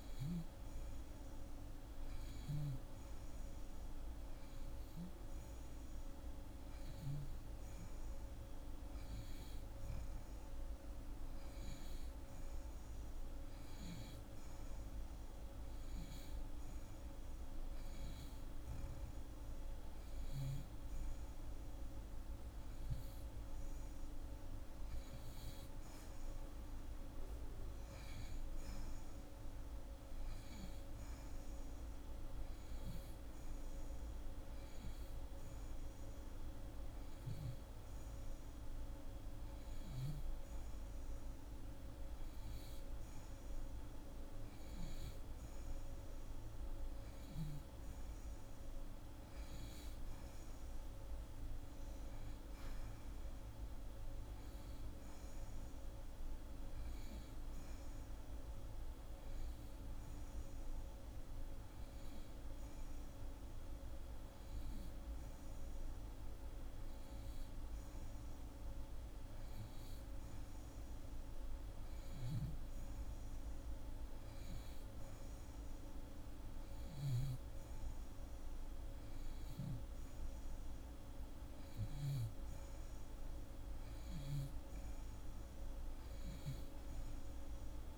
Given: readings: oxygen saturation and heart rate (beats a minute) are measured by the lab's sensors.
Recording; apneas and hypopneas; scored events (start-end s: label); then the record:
breathing in sleep, hard to hear, by a room microphone; none
none scored
From the record:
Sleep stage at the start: N2 (light sleep); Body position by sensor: on the back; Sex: female